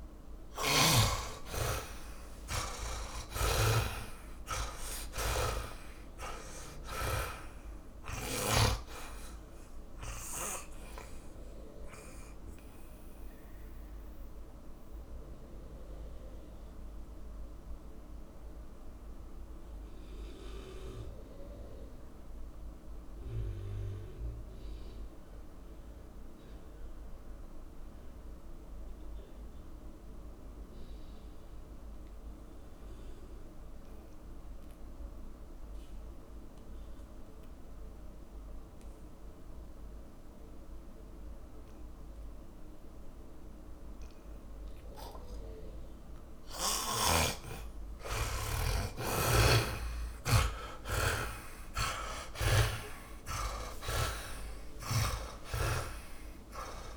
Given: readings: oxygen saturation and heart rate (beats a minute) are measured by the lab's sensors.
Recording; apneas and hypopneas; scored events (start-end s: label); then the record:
breathing in sleep by a room microphone; 1
0.00-32.50 s: oxygen desaturation (device-marked, oxygen 76% lowest)
0.50-7.50 s: snoring (device-marked)
1.00-5.50 s: arousal
15.50-46.00 s: mixed apnea (oxygen 100% before, 75% lowest)
41.50-56.97 s: oxygen desaturation (device-marked, oxygen 100% before, 75% lowest)
49.50-53.00 s: snoring (device-marked)
49.50-53.50 s: arousal
From the record:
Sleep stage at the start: N2 (light sleep); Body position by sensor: on the back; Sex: male